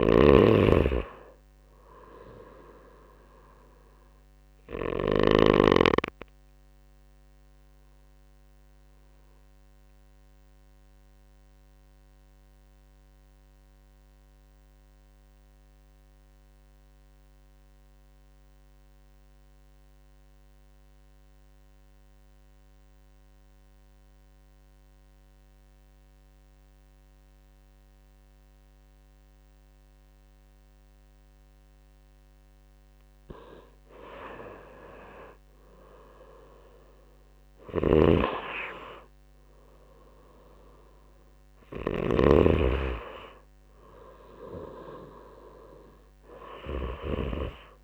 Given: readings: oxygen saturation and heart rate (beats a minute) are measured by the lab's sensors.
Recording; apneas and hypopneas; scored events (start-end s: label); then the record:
breathing in sleep by a microphone on the trachea; 1
0.00-4.50 s: snoring (device-marked)
0.00-5.00 s: oxygen desaturation (device-marked, oxygen 87% lowest)
6.00-30.50 s: obstructive apnea (oxygen 97% before, 85% lowest)
28.00-47.84 s: oxygen desaturation (device-marked, oxygen 98% before, 86% lowest)
34.50-40.00 s: arousal
37.00-46.50 s: snoring (device-marked)
From the record:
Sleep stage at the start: N2 (light sleep); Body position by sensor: on the right side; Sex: male